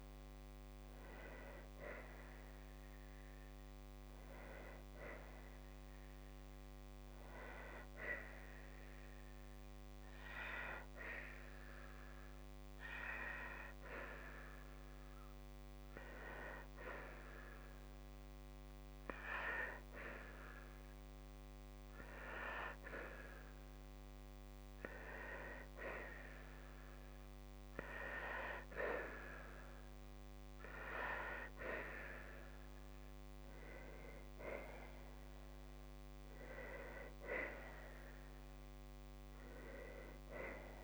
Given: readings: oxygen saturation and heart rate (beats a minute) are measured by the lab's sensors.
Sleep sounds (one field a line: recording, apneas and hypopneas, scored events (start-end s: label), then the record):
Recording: breathing in sleep by a microphone on the trachea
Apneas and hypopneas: 1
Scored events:
4.00-24.50 s: obstructive apnea (oxygen 98% before, 92% lowest, heart rate 57 before, 56 extreme, up 2 after)
5.50-21.50 s: oxygen desaturation (device-marked, oxygen 98% before, 94% lowest, heart rate 57 before, 56 extreme)
26.50-29.50 s: arousal
From the record:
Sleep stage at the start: N2 (light sleep)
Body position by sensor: on the right side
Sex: female